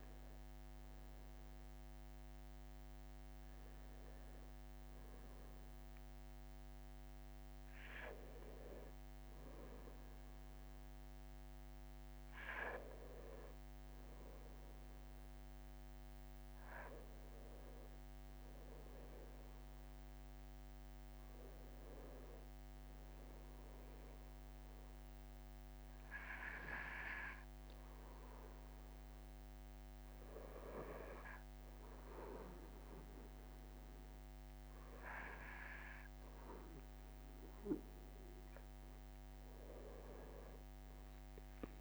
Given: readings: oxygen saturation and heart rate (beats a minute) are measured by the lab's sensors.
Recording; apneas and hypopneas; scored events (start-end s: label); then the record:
breathing in sleep by a microphone on the trachea; none
3.50-5.50 s: long interval between heartbeats (device-marked)
7.00-9.00 s: long interval between heartbeats (device-marked)
14.50-16.50 s: long interval between heartbeats (device-marked)
21.00-23.00 s: long interval between heartbeats (device-marked)
30.00-32.00 s: long interval between heartbeats (device-marked)
34.00-36.00 s: long interval between heartbeats (device-marked)
From the record:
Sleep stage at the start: N1 (lightest sleep); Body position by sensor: on the right side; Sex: male